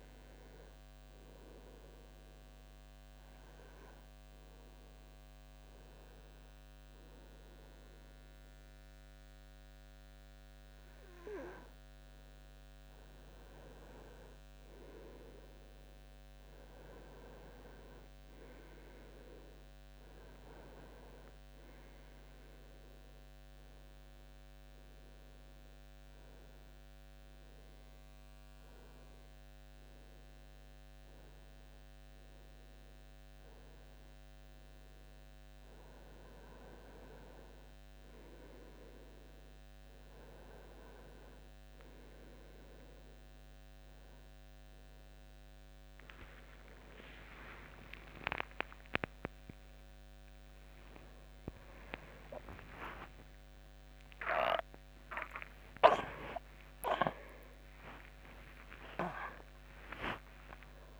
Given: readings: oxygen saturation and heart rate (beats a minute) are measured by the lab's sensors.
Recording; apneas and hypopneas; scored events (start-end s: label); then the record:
a person partly awake in a sleep study, by a microphone on the trachea; 1
24.00-35.00 s: hypopnea (oxygen 97% before, 94% lowest, heart rate 80 before, 77 extreme, up 4 after)
38.50-61.00 s: new sleep stage, awake
From the record:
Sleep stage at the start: N2 (light sleep); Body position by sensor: on the right side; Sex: male